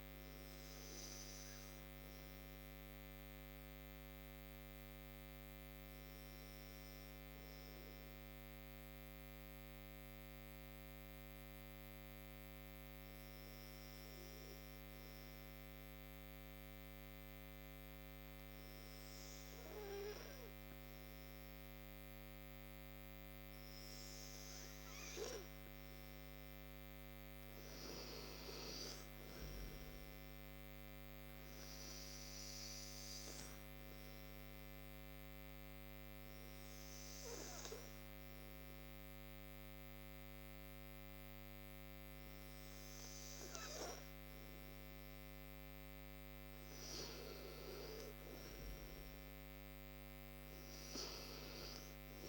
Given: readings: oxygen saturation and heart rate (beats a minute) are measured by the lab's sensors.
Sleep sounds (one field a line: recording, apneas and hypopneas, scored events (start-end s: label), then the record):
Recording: breathing in sleep, hard to hear, by a microphone on the trachea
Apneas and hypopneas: 2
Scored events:
0.00-17.50 s: oxygen desaturation (device-marked, oxygen 92% lowest, heart rate 54 extreme)
1.00-25.50 s: obstructive apnea (oxygen 96% before, 91% lowest, heart rate 61 before, 55 extreme, up 13 after)
26.50-50.50 s: oxygen desaturation (device-marked, oxygen 97% before, 91% lowest, heart rate 57 before, 57 extreme)
27.50-30.00 s: arousal
32.00-45.00 s: obstructive apnea (oxygen 97% before, 90% lowest, heart rate 59 before, 58 extreme, up 22 after)
47.00-51.00 s: arousal
From the record:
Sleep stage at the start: N2 (light sleep)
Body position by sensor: on the right side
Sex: male